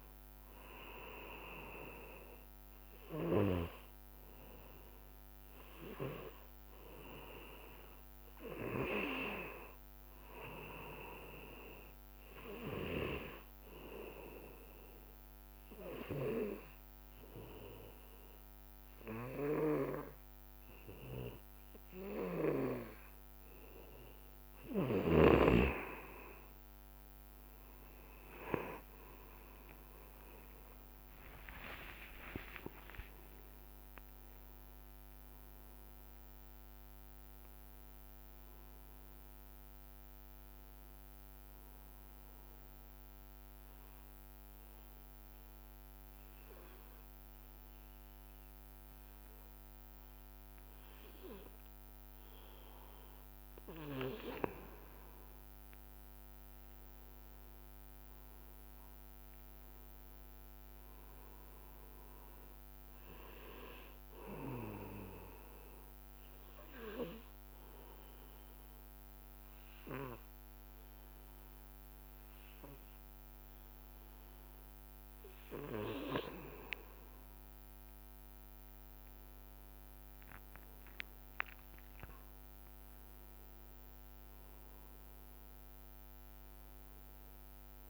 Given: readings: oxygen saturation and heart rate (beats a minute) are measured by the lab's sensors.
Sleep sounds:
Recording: breathing in sleep by a microphone on the trachea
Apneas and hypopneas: 3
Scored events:
0.00-11.50 s: oxygen desaturation (device-marked, oxygen 92% lowest, heart rate 60 extreme)
12.50-25.00 s: obstructive apnea (oxygen 98% before, 93% lowest, heart rate 65 before, 62 extreme, up 44 after)
28.00-33.00 s: arousal
28.50-30.50 s: long interval between heartbeats (device-marked, heart rate 64 before, 71 extreme)
29.50-31.50 s: tachycardia (device-marked, heart rate 64 before, 82 extreme)
30.50-32.50 s: long interval between heartbeats (device-marked, heart rate 65 before, 82 extreme)
31.50-53.50 s: oxygen desaturation (device-marked, oxygen 98% before, 93% lowest, heart rate 66 before, 59 extreme)
32.50-34.50 s: long interval between heartbeats (device-marked, heart rate 67 before, 106 extreme)
42.00-54.00 s: obstructive apnea (oxygen 99% before, 93% lowest, heart rate 79 before, 59 extreme, up 2 after)
56.50-60.50 s: arousal
65.50-76.50 s: obstructive apnea (oxygen 100% before, 93% lowest, heart rate 64 before, 60 extreme, up 7 after)
67.50-77.50 s: oxygen desaturation (device-marked, oxygen 99% before, 93% lowest, heart rate 64 before, 62 extreme)
79.00-84.50 s: arousal
85.50-87.90 s: oxygen desaturation (device-marked, oxygen 99% before, 94% lowest, heart rate 63 before, 62 extreme)
From the record:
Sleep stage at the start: N2 (light sleep)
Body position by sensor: on the back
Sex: male

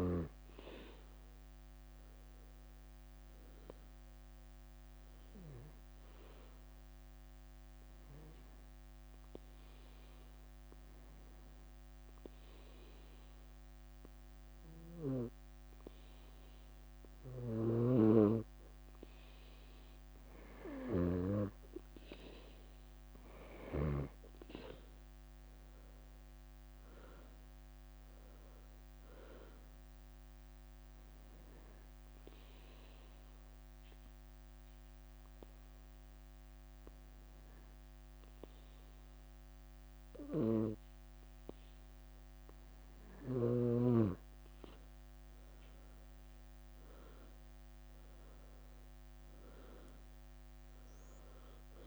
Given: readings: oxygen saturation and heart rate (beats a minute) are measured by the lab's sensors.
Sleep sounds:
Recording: breathing in sleep by a microphone on the trachea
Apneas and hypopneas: 2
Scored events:
3.00-11.50 s: leg movement (device-marked)
6.50-19.50 s: obstructive apnea (oxygen 94% before, 89% lowest, heart rate 70 before, 65 extreme, up 11 after)
22.00-25.50 s: arousal
24.50-45.50 s: oxygen desaturation (device-marked, oxygen 94% before, 89% lowest, heart rate 68 before, 61 extreme)
32.00-45.00 s: obstructive apnea (oxygen 94% before, 89% lowest, heart rate 71 before, 61 extreme, up 10 after)
34.00-39.00 s: leg movement (device-marked)
45.00-46.00 s: leg movement (device-marked)
46.00-49.50 s: arousal
46.50-49.00 s: leg movement (device-marked)
From the record:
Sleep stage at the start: N2 (light sleep)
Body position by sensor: on the back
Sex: female

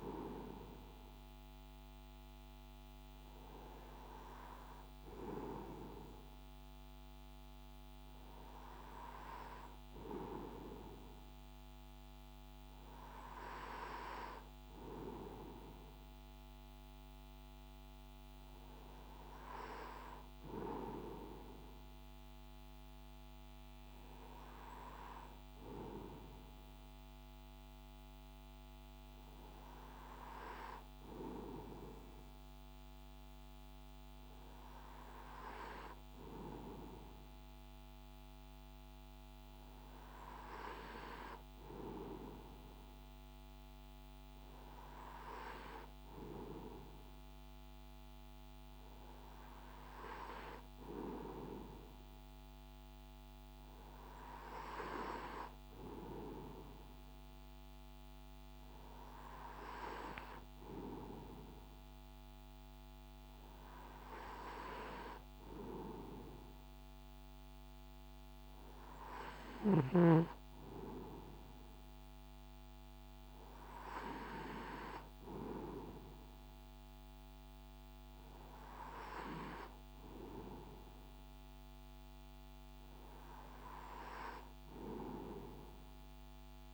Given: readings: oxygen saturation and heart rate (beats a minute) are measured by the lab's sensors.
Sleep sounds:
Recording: breathing in sleep by a microphone on the trachea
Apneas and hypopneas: none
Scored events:
none scored
From the record:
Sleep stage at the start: N2 (light sleep)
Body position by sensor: on the right side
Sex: male

